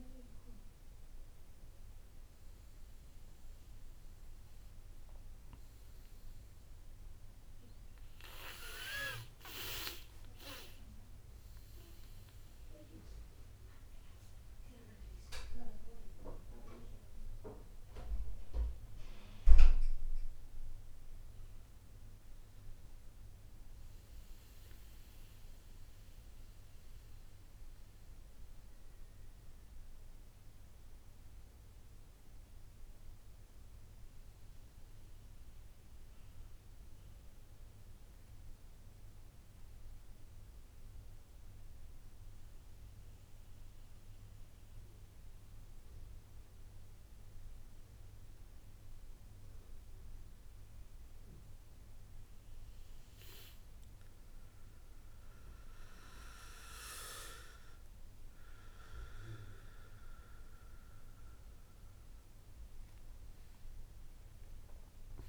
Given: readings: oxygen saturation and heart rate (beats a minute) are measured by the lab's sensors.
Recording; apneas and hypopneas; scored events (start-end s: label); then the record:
a person awake in a sleep study, by a room microphone; none
none scored
From the record:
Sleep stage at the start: awake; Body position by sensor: on the back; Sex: male